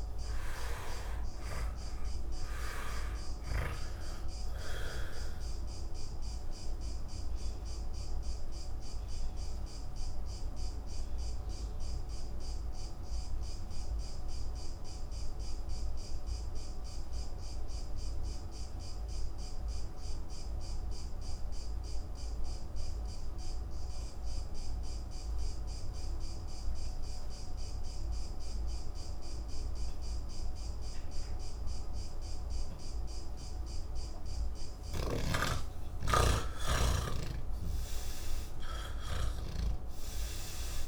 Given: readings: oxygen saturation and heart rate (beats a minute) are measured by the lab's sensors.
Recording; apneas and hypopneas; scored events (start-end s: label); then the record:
breathing in sleep by a room microphone; 1
0.00-21.50 s: oxygen desaturation (device-marked, oxygen 81% lowest, heart rate 28 extreme)
11.50-36.50 s: obstructive apnea (oxygen 99% before, 79% lowest, heart rate 72 before, 59 extreme)
32.50-40.88 s: oxygen desaturation (device-marked, oxygen 99% before, 81% lowest, heart rate 82 before, 55 extreme)
From the record:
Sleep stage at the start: N1 (lightest sleep); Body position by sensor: on the back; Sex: male